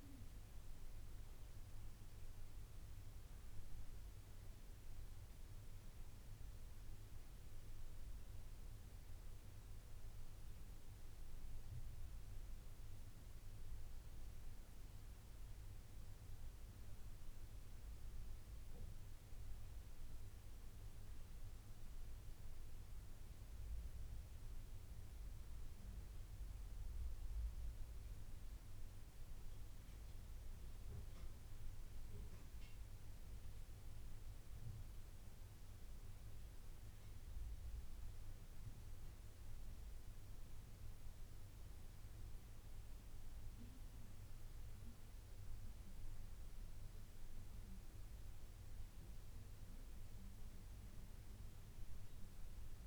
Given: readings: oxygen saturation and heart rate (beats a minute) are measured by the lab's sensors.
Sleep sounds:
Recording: a person partly awake in a sleep study, hard to hear, by a room microphone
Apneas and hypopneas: 1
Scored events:
0.00-4.50 s: oxygen desaturation (device-marked, oxygen 90% lowest, heart rate 81 extreme)
10.50-52.87 s: new sleep stage, N2 (light sleep)
17.00-31.00 s: hypopnea (oxygen 97% before, 92% lowest, heart rate 85 before, 80 extreme, up 6 after)
33.50-37.00 s: arousal
From the record:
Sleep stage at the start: awake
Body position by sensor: on the right side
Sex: male

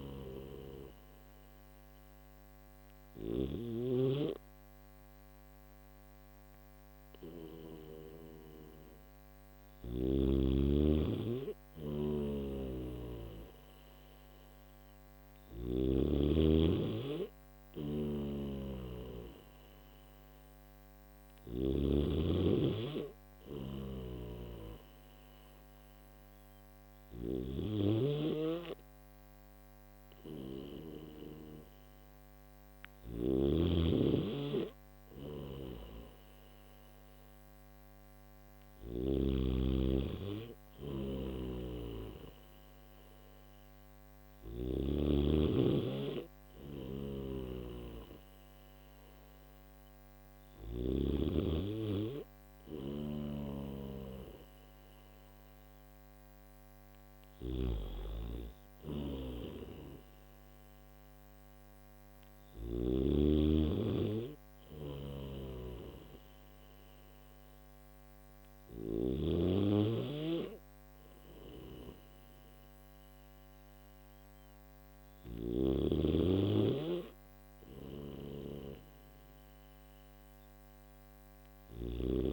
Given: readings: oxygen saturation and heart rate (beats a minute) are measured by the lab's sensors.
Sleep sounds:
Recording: breathing in sleep by a microphone on the trachea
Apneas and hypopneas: none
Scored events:
0.00-3.00 s: snoring (device-marked)
11.50-15.50 s: snoring (device-marked)
17.50-21.50 s: snoring (device-marked)
22.00-82.33 s: new sleep stage, N3 (deep sleep)
23.50-38.50 s: snoring (device-marked)
40.50-44.50 s: snoring (device-marked)
46.50-50.50 s: snoring (device-marked)
52.50-62.50 s: snoring (device-marked)
64.50-68.50 s: snoring (device-marked)
74.50-82.33 s: snoring (device-marked)
From the record:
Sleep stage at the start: N1 (lightest sleep)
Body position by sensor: on the back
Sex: male

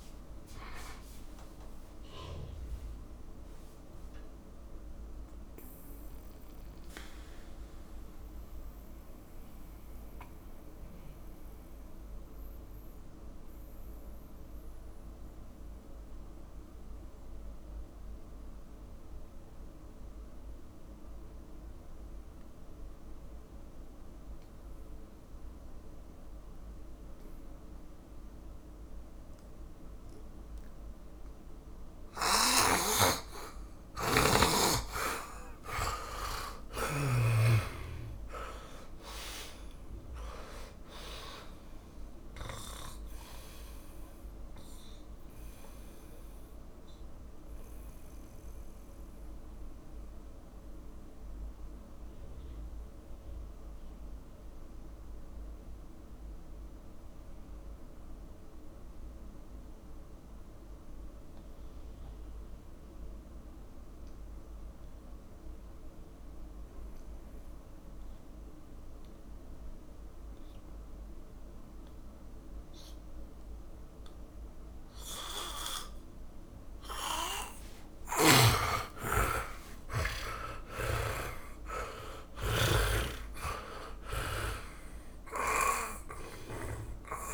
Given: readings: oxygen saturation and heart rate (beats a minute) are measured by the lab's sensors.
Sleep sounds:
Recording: breathing in sleep by a room microphone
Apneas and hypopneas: 2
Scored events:
0.00-23.50 s: oxygen desaturation (device-marked, oxygen 76% lowest, heart rate 49 extreme)
3.50-34.00 s: mixed apnea (oxygen 100% before, 76% lowest, heart rate 66 before, 49 extreme, up 28 after)
32.50-37.00 s: snoring (device-marked)
33.50-66.50 s: oxygen desaturation (device-marked, oxygen 100% before, 77% lowest, heart rate 56 before, 47 extreme)
35.50-39.00 s: arousal
44.00-76.50 s: mixed apnea (oxygen 100% before, 77% lowest, heart rate 58 before, 47 extreme, up 21 after)
72.50-87.34 s: oxygen desaturation (device-marked, oxygen 100% before, 78% lowest, heart rate 56 before, 52 extreme)
75.00-78.50 s: snoring (device-marked)
78.00-82.00 s: arousal
From the record:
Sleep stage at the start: N2 (light sleep)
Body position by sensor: on the back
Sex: male

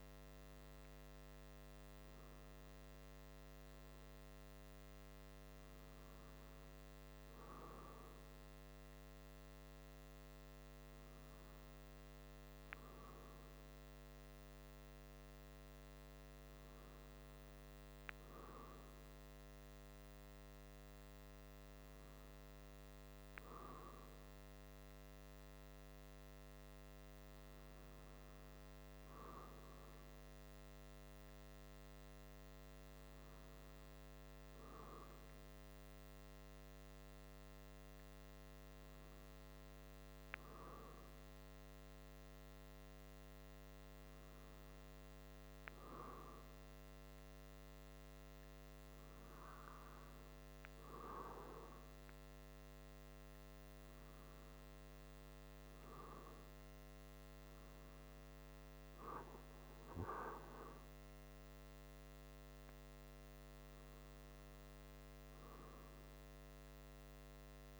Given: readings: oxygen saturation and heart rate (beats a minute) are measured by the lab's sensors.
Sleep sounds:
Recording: breathing in sleep, hard to hear, by a microphone on the trachea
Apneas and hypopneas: none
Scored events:
none scored
From the record:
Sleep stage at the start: N2 (light sleep)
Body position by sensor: on the back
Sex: male

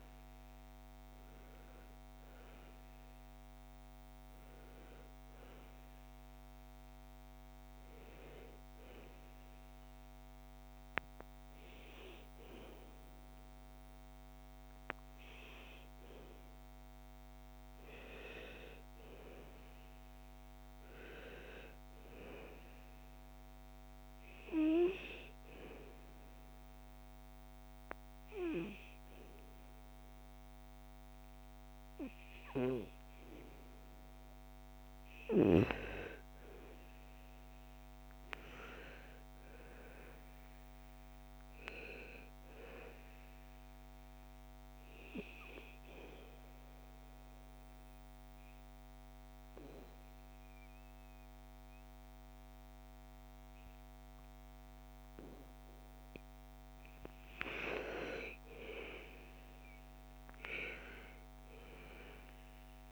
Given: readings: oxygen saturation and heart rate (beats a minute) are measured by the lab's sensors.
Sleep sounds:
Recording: breathing in sleep by a microphone on the trachea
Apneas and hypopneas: 2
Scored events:
0.00-7.00 s: oxygen desaturation (device-marked, oxygen 92% lowest, heart rate 58 extreme)
9.00-62.92 s: new sleep stage, N2 (light sleep)
24.50-35.00 s: obstructive apnea (oxygen 96% before, 90% lowest, heart rate 62 before, 55 extreme, up 5 after)
37.50-41.00 s: arousal
43.00-55.50 s: obstructive apnea (oxygen 96% before, 88% lowest, heart rate 61 before, 55 extreme, up 9 after)
44.00-55.00 s: oxygen desaturation (device-marked, oxygen 95% before, 90% lowest, heart rate 61 before, 55 extreme)
57.50-62.00 s: arousal
From the record:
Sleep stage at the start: N1 (lightest sleep)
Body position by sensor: on the back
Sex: female

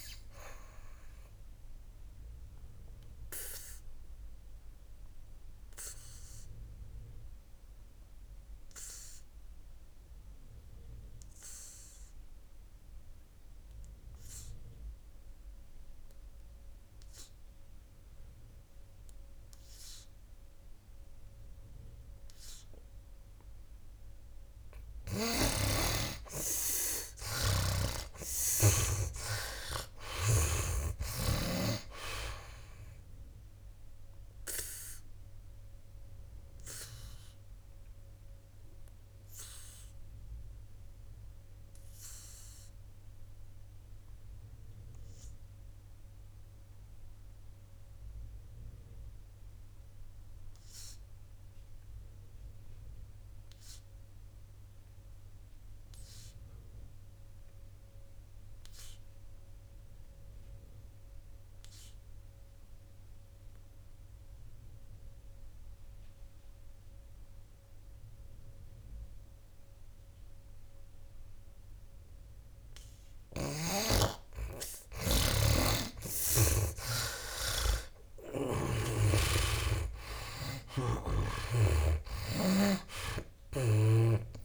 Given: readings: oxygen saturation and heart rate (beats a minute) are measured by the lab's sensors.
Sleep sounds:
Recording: breathing in sleep by a room microphone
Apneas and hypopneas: 2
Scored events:
0.00-26.50 s: oxygen desaturation (device-marked, oxygen 67% lowest, heart rate 57 extreme)
2.00-24.00 s: obstructive apnea (oxygen 96% before, 67% lowest, heart rate 71 before, 57 extreme, up 15 after)
25.50-29.00 s: snoring (device-marked)
28.50-31.50 s: arousal
33.50-54.50 s: oxygen desaturation (device-marked, oxygen 95% before, 74% lowest, heart rate 61 before, 58 extreme)
35.00-73.50 s: obstructive apnea (oxygen 95% before, 68% lowest, heart rate 62 before, 58 extreme, up 16 after)
68.50-84.45 s: oxygen desaturation (device-marked, oxygen 96% before, 68% lowest, heart rate 60 before, 58 extreme)
73.50-77.00 s: snoring (device-marked)
77.50-81.00 s: arousal
From the record:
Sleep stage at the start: N2 (light sleep)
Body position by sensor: on the back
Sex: male

